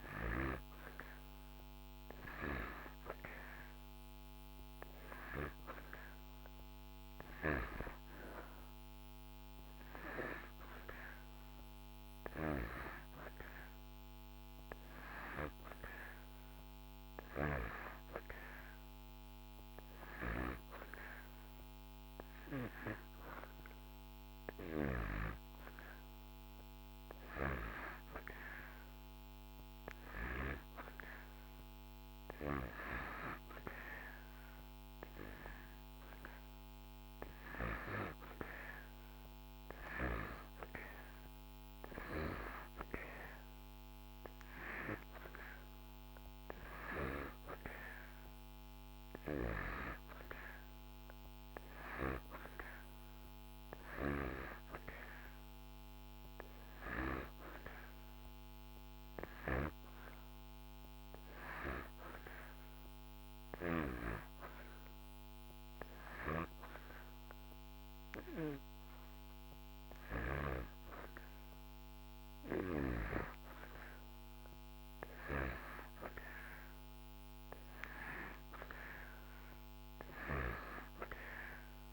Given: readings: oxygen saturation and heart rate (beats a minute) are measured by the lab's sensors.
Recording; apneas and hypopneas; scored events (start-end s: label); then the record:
breathing in sleep by a microphone on the trachea; 1
45.00-50.50 s: arousal
63.00-74.50 s: hypopnea (oxygen 90% before, 87% lowest)
75.50-81.00 s: arousal
From the record:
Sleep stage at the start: N1 (lightest sleep); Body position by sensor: on the back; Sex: male